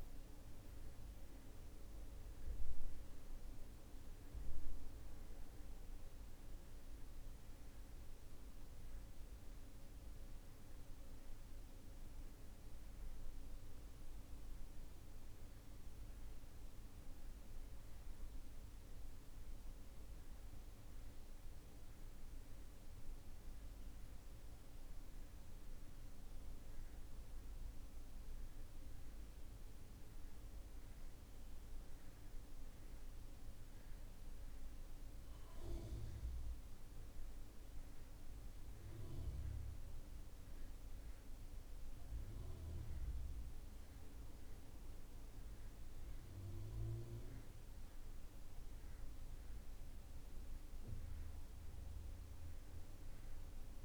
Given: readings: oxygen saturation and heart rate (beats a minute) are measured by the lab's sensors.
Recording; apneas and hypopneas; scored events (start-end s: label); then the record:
breathing in sleep, hard to hear, by a room microphone; none
49.00-53.85 s: new sleep stage, N2 (light sleep)
From the record:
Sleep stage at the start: N1 (lightest sleep); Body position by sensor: on the back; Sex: male